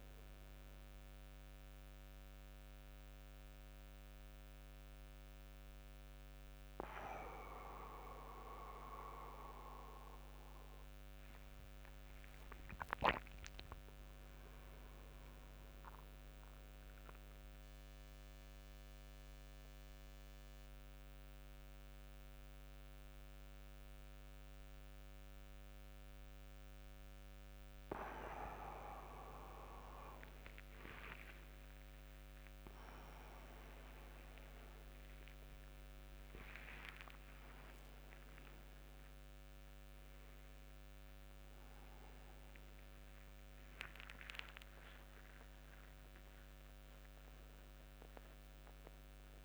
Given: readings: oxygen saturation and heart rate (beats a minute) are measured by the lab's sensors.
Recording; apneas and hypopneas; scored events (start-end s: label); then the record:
a person awake in a sleep study, by a microphone on the trachea; none
1.50-3.50 s: long interval between heartbeats (device-marked, heart rate 55 before, 93 extreme)
3.00-8.00 s: bradycardia (device-marked, heart rate 93 before, 37 extreme)
13.00-49.45 s: new sleep stage, awake
18.50-20.50 s: long interval between heartbeats (device-marked, heart rate 70 before, 101 extreme)
25.00-31.00 s: bradycardia (device-marked)
32.00-34.00 s: long interval between heartbeats (device-marked, heart rate 83 before, 39 extreme)
From the record:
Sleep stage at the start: N1 (lightest sleep); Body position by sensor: upright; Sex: male